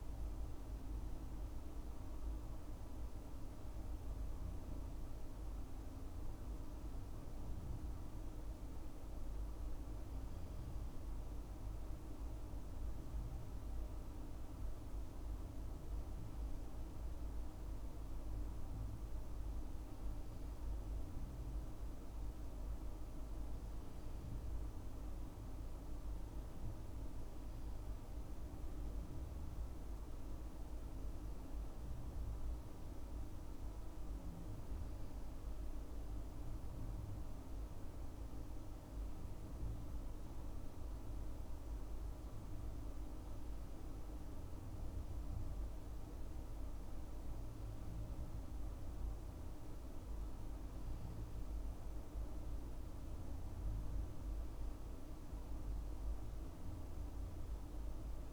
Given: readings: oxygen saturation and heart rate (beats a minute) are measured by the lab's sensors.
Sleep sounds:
breathing in sleep, hard to hear, by a room microphone; none
none scored
From the record:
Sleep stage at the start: N2 (light sleep); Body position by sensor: on the left side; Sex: male

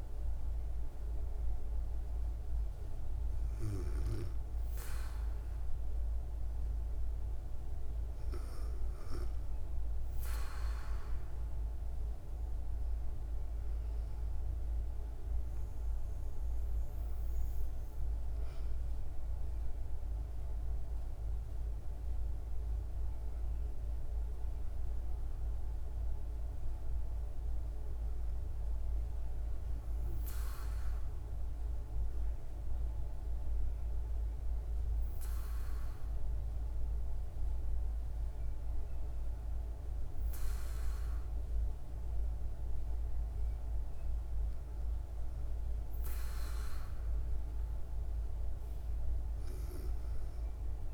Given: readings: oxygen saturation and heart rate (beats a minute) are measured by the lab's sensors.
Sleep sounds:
breathing in sleep, hard to hear, by a room microphone; none
44.00-50.94 s: new sleep stage, N2 (light sleep)
From the record:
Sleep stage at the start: N1 (lightest sleep); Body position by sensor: on the back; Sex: female

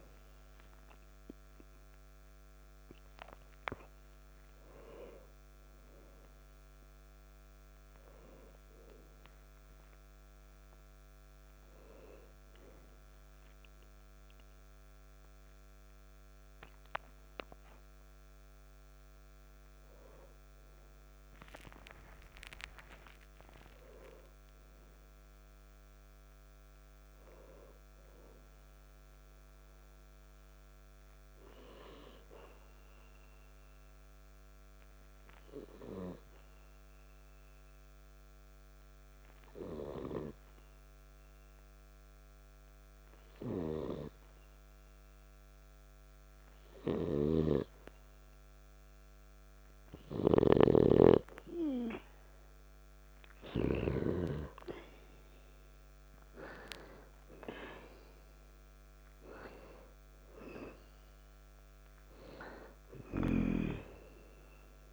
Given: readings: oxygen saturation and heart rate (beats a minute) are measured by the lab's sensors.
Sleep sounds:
a person partly awake in a sleep study, by a microphone on the trachea; none
14.50-34.50 s: oxygen desaturation (device-marked, oxygen 95% before, 91% lowest, heart rate 62 before, 51 extreme)
24.50-54.50 s: new sleep stage, N1 (lightest sleep)
47.00-51.00 s: snoring (device-marked)
54.50-64.93 s: new sleep stage, N2 (light sleep)
62.50-64.93 s: oxygen desaturation (device-marked, oxygen 97% before, 91% lowest, heart rate 53 before, 50 extreme)
From the record:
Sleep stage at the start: awake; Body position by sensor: on the back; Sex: male

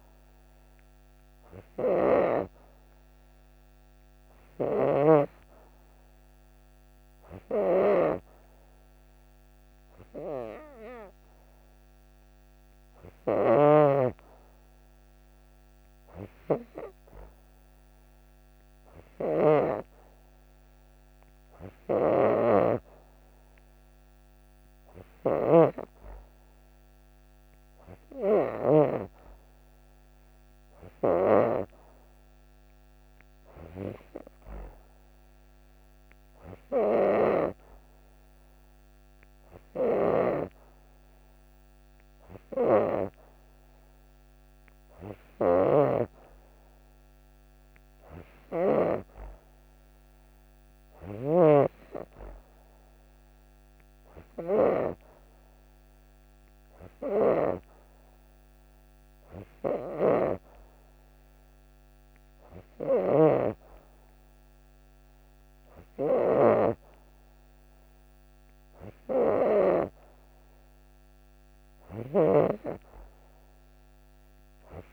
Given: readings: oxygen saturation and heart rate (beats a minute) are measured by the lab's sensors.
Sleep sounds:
breathing in sleep by a microphone on the trachea; none
0.00-5.00 s: snoring (device-marked)
0.00-24.00 s: oxygen desaturation (device-marked, oxygen 91% lowest, heart rate 64 extreme)
13.00-28.50 s: snoring (device-marked)
39.50-48.50 s: snoring (device-marked)
71.50-74.93 s: snoring (device-marked)
From the record:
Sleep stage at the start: N2 (light sleep); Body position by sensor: on the back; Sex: female

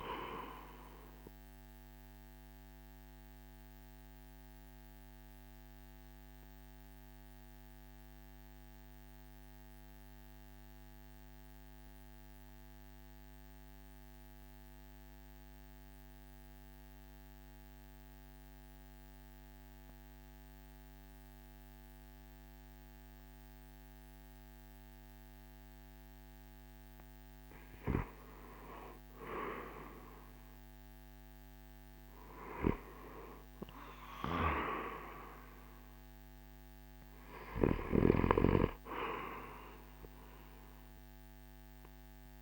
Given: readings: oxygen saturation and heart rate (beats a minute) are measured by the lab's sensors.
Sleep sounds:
breathing in sleep by a microphone on the trachea; 1
0.00-1.00 s: drop in pulse transit time (device-marked, heart rate 57 extreme)
0.00-15.00 s: oxygen desaturation (device-marked, oxygen 84% lowest, heart rate 53 extreme)
1.50-26.50 s: obstructive apnea (oxygen 98% before, 84% lowest, heart rate 60 before, 53 extreme, up 11 after)
29.00-33.50 s: arousal
38.00-42.42 s: oxygen desaturation (device-marked, oxygen 97% before, 86% lowest, heart rate 57 before, 51 extreme)
From the record:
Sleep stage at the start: REM sleep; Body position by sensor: on the right side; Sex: male

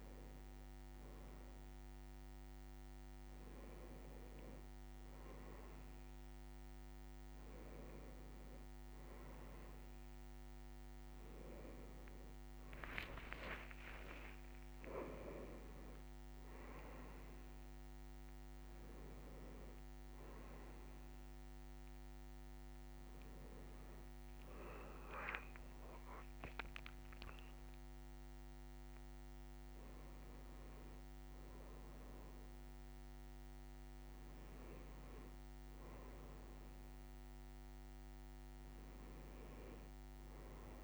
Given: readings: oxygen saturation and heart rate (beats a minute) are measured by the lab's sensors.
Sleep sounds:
a person awake in a sleep study, by a microphone on the trachea; none
12.50-15.00 s: leg movement (device-marked)
From the record:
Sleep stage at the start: awake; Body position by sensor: on the right side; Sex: male

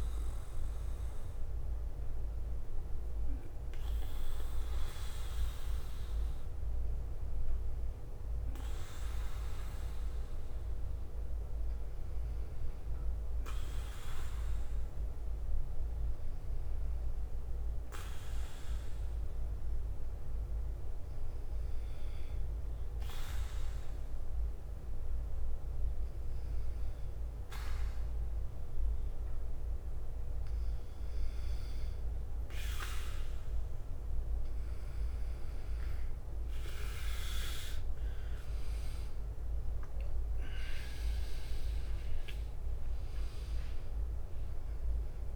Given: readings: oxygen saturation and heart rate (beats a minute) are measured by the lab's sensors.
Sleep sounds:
breathing in sleep by a room microphone; 1
0.00-7.00 s: oxygen desaturation (device-marked, oxygen 93% lowest, heart rate 56 extreme)
0.00-8.00 s: bradycardia (device-marked, heart rate 61 before, 58 extreme)
6.50-9.00 s: arousal
11.50-33.50 s: hypopnea (oxygen 97% before, 92% lowest, heart rate 60 before, 56 extreme, up 10 after)
15.00-34.00 s: bradycardia (device-marked, heart rate 61 before, 56 extreme)
26.00-45.36 s: oxygen desaturation (device-marked, oxygen 97% before, 92% lowest, heart rate 59 before, 54 extreme)
37.00-45.36 s: drop in pulse transit time (device-marked, heart rate 57 before, 60 extreme)
38.00-41.50 s: arousal
From the record:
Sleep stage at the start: N2 (light sleep); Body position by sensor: on the right side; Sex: male

